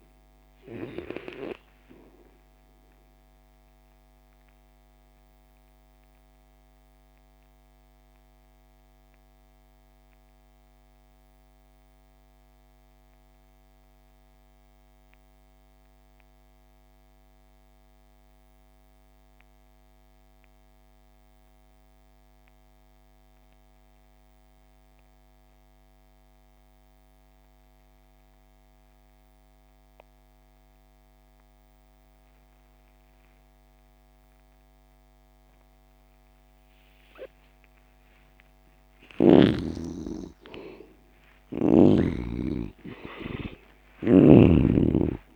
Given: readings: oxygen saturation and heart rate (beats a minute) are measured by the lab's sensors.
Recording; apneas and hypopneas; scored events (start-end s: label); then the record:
breathing in sleep by a microphone on the trachea; 1
0.00-16.50 s: oxygen desaturation (device-marked, oxygen 72% lowest)
3.50-39.00 s: mixed apnea (oxygen 97% before, 72% lowest)
30.50-45.36 s: oxygen desaturation (device-marked, oxygen 98% before, 74% lowest)
40.50-44.50 s: arousal
43.50-45.36 s: snoring (device-marked)
From the record:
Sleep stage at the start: N2 (light sleep); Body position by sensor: on the back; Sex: male